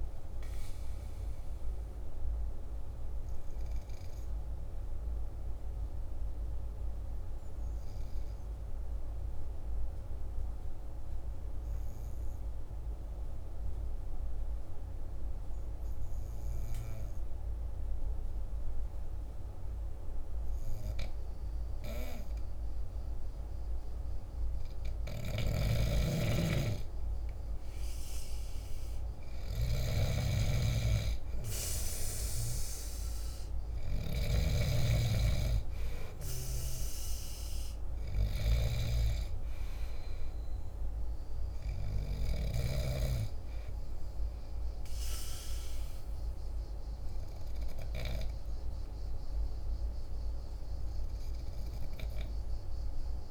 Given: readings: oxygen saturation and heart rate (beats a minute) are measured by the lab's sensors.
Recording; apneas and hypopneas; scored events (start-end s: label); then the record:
breathing in sleep by a room microphone; 1
0.00-7.50 s: oxygen desaturation (device-marked, oxygen 91% lowest, heart rate 47 extreme)
2.50-23.50 s: hypopnea (oxygen 97% before, 90% lowest, heart rate 53 before, 47 extreme, up 4 after)
23.50-50.50 s: oxygen desaturation (device-marked, oxygen 99% before, 90% lowest, heart rate 48 before, 48 extreme)
25.00-42.50 s: snoring (device-marked)
26.00-30.50 s: arousal
From the record:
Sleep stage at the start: N2 (light sleep); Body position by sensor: on the back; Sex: male